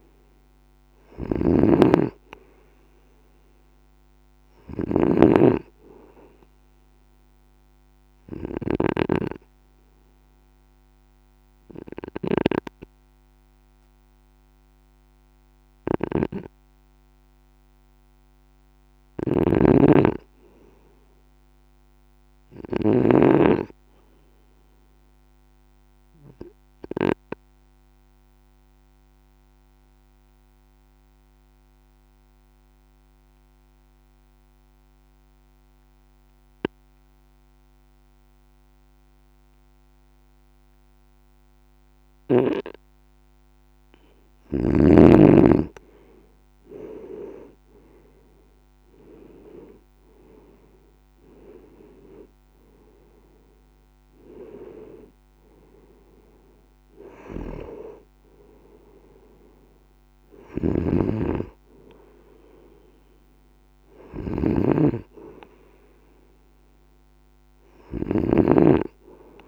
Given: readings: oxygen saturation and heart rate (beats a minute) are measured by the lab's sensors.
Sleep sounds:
breathing in sleep by a microphone on the trachea; 1
0.00-23.00 s: snoring (device-marked)
20.50-24.50 s: arousal
26.50-43.00 s: obstructive apnea (oxygen 96% before, 90% lowest, heart rate 53 before, 54 extreme, up 11 after)
38.00-49.00 s: oxygen desaturation (device-marked, oxygen 97% before, 93% lowest, heart rate 54 before, 53 extreme)
47.50-51.50 s: arousal
60.50-68.50 s: snoring (device-marked)
From the record:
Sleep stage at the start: N2 (light sleep); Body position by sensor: on the right side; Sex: male

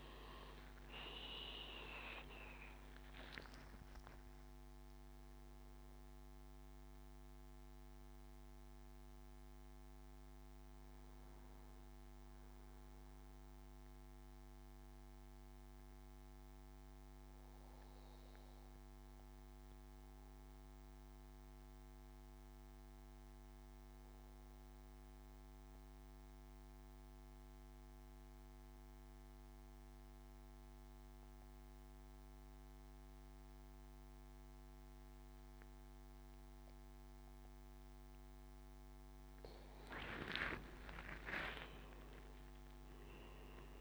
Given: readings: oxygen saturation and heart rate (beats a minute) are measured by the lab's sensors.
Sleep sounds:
breathing in sleep by a microphone on the trachea; 1
0.00-19.50 s: oxygen desaturation (device-marked, oxygen 89% lowest, heart rate 60 extreme)
13.50-37.00 s: obstructive apnea (oxygen 97% before, 90% lowest, heart rate 78 before, 58 extreme, up 16 after)
38.50-42.50 s: arousal
40.50-43.81 s: oxygen desaturation (device-marked, oxygen 99% before, 95% lowest, heart rate 69 before, 58 extreme)
From the record:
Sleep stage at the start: N2 (light sleep); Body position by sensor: on the back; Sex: male

